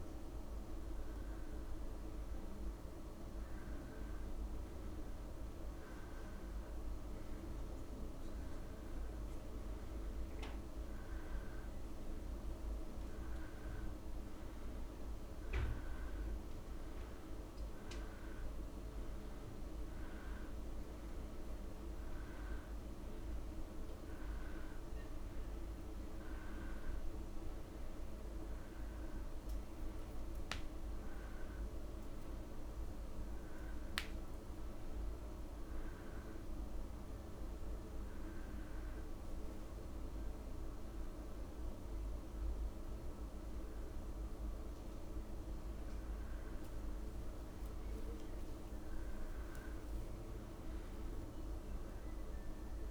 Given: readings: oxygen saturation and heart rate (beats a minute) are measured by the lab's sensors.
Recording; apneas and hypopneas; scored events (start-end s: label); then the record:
breathing in sleep, hard to hear, by a room microphone; none
49.50-52.91 s: arousal
From the record:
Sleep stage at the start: N2 (light sleep); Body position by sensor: on the back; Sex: male